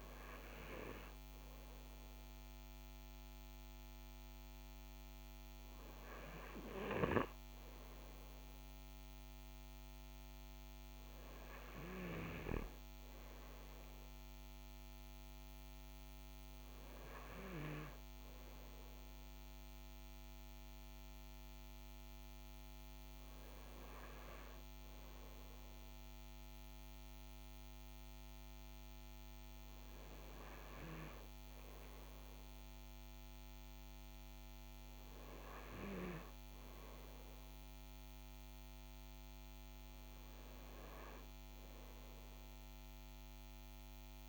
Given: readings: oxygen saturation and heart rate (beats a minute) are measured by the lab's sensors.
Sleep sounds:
breathing in sleep by a microphone on the trachea; none
none scored
From the record:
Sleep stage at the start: N2 (light sleep); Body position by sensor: on the front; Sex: male

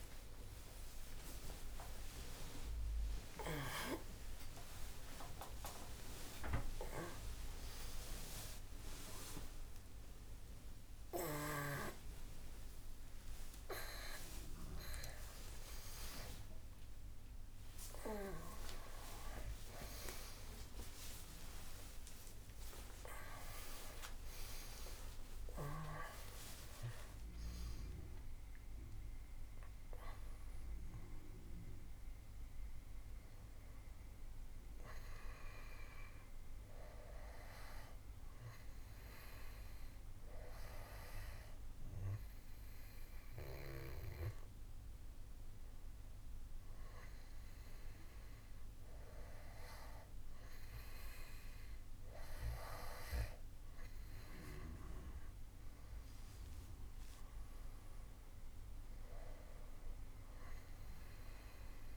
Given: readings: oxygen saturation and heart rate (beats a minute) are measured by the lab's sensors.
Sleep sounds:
a person partly awake in a sleep study, by a room microphone; none
28.00-58.00 s: new sleep stage, N1 (lightest sleep)
58.00-61.97 s: new sleep stage, N2 (light sleep)
From the record:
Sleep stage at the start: awake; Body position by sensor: on the back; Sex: male

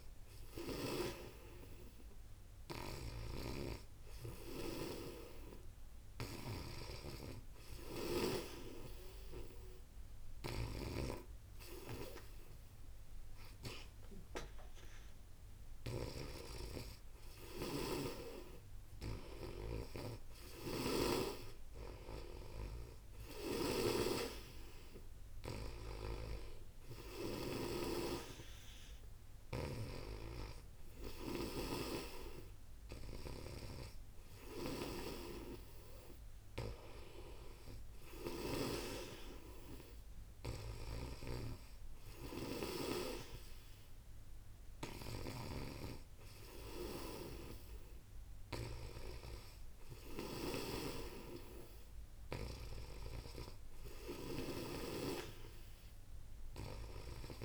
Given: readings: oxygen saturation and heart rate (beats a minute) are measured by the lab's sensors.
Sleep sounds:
breathing in sleep by a room microphone; none
2.50-38.50 s: snoring (device-marked)
40.50-54.50 s: snoring (device-marked)
From the record:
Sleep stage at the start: N2 (light sleep); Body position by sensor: on the back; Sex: female

